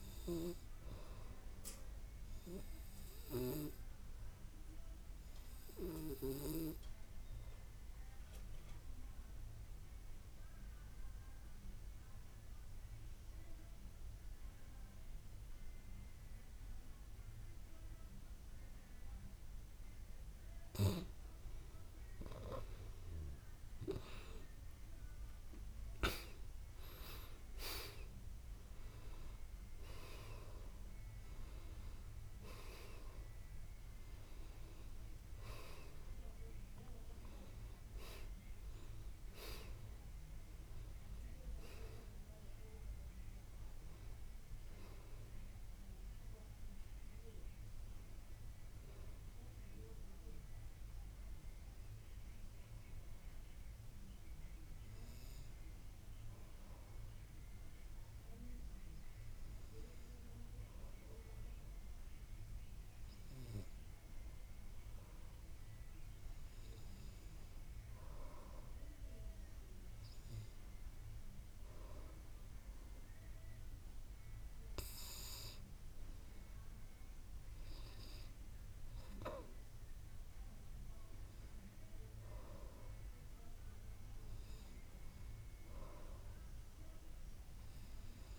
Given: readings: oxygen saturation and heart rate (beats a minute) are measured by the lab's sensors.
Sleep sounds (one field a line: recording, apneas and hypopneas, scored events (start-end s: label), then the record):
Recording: breathing in sleep by a room microphone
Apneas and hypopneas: 2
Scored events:
0.00-16.50 s: oxygen desaturation (device-marked, oxygen 89% lowest, heart rate 54 extreme)
7.00-20.00 s: obstructive apnea (oxygen 95% before, 88% lowest, heart rate 59 before, 54 extreme, up 12 after)
22.00-26.00 s: arousal
31.50-51.50 s: oxygen desaturation (device-marked, oxygen 96% before, 88% lowest, heart rate 60 before, 51 extreme)
53.50-69.00 s: hypopnea (oxygen 98% before, 93% lowest, heart rate 59 before, 51 extreme, up 3 after)
71.00-74.50 s: arousal
From the record:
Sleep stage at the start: N2 (light sleep)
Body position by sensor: on the back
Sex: male